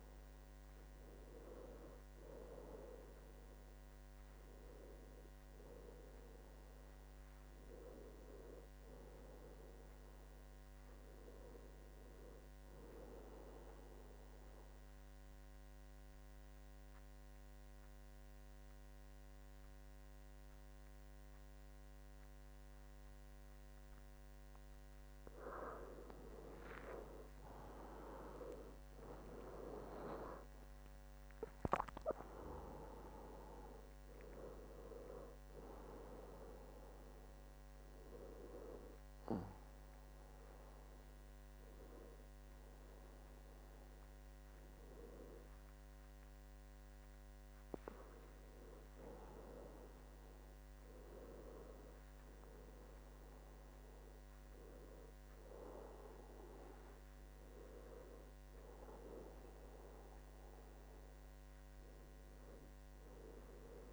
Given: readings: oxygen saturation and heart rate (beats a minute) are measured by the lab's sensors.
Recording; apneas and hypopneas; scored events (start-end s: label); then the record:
a person partly awake in a sleep study, by a microphone on the trachea; 1
0.00-1.00 s: oxygen desaturation (device-marked, oxygen 89% lowest, heart rate 69 extreme)
8.00-63.92 s: new sleep stage, N2 (light sleep)
13.50-25.50 s: obstructive apnea (oxygen 98% before, 90% lowest, heart rate 80 before, 67 extreme, up 15 after)
19.00-21.00 s: long interval between heartbeats (device-marked, heart rate 78 before, 71 extreme)
28.00-31.50 s: arousal
37.00-45.00 s: oxygen desaturation (device-marked, oxygen 96% before, 90% lowest, heart rate 76 before, 74 extreme)
60.00-63.92 s: arousal
From the record:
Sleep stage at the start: awake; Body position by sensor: on the back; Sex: male